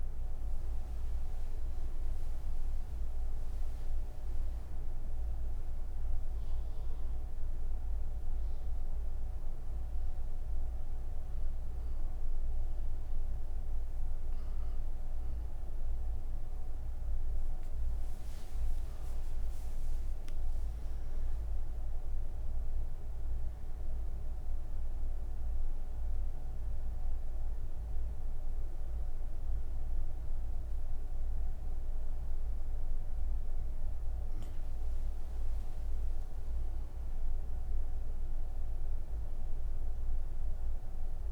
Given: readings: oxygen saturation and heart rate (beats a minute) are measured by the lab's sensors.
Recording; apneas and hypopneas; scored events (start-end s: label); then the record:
breathing in sleep, hard to hear, by a room microphone; none
none scored
From the record:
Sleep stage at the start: N1 (lightest sleep); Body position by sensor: on the right side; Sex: female